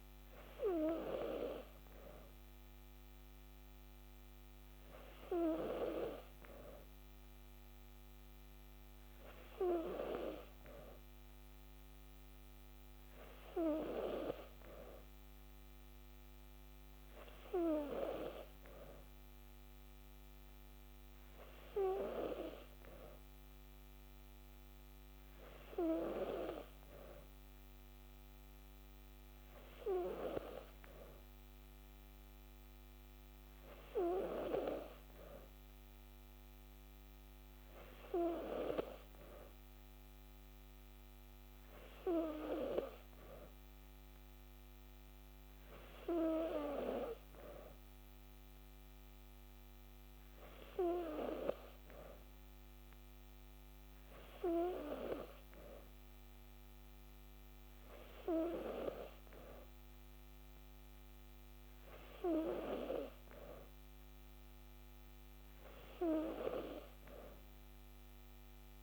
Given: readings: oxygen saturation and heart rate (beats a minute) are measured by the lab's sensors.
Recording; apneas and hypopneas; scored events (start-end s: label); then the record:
breathing in sleep by a microphone on the trachea; none
none scored
From the record:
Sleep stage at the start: N2 (light sleep); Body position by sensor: on the back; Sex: female